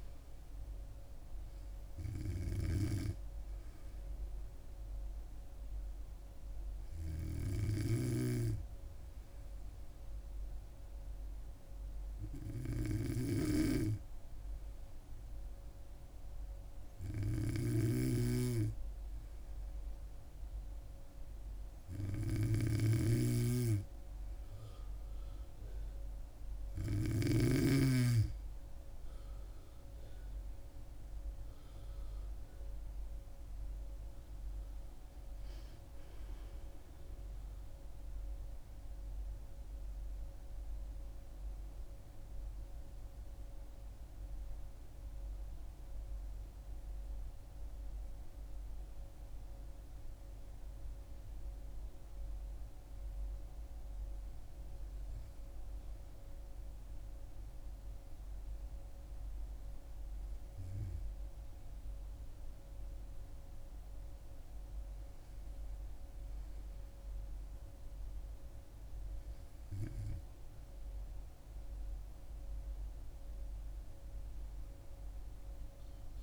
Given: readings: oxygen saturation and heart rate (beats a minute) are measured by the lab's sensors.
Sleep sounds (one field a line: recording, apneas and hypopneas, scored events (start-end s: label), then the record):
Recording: breathing in sleep by a room microphone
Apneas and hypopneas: 2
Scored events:
6.50-22.50 s: hypopnea (oxygen 97% before, 95% lowest, heart rate 65 before, 66 extreme, up 2 after)
7.50-27.50 s: snoring (device-marked)
29.00-33.00 s: arousal
42.00-45.50 s: arousal
51.00-70.00 s: hypopnea (oxygen 97% before, 95% lowest, heart rate 70 before, 65 extreme, up 3 after)
72.50-76.00 s: arousal
From the record:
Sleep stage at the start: N2 (light sleep)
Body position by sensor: on the back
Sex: female